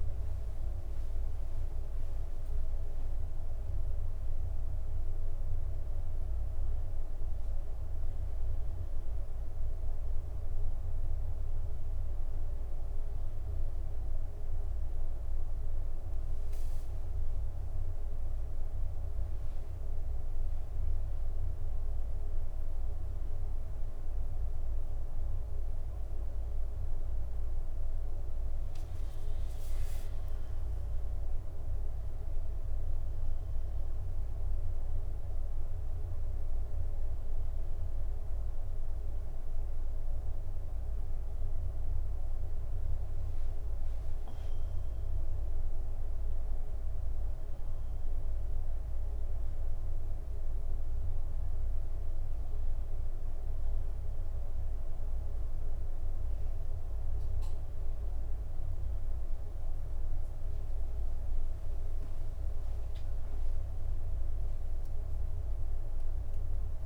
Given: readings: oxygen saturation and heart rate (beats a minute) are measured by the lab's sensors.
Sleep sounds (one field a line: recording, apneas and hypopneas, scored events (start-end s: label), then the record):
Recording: a person awake in a sleep study, hard to hear, by a room microphone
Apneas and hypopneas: none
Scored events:
30.00-32.00 s: long interval between heartbeats (device-marked, heart rate 64 before, 75 extreme)
From the record:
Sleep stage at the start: awake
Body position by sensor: on the back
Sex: male